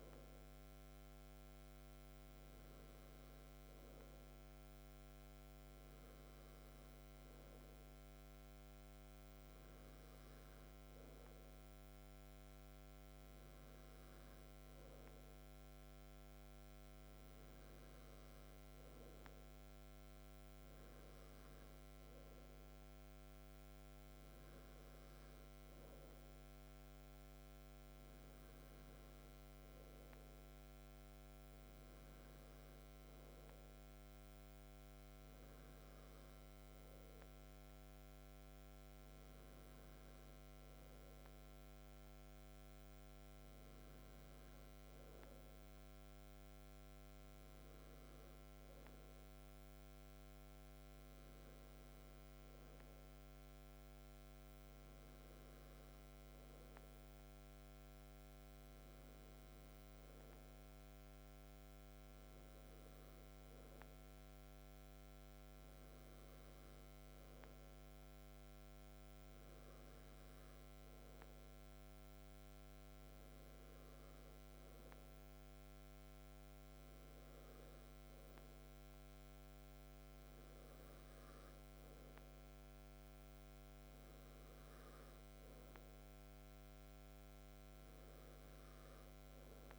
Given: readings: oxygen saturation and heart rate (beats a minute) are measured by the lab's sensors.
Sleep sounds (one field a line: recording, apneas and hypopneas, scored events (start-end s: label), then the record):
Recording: breathing in sleep, hard to hear, by a microphone on the trachea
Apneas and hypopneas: none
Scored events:
none scored
From the record:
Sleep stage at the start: N2 (light sleep)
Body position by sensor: on the back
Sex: male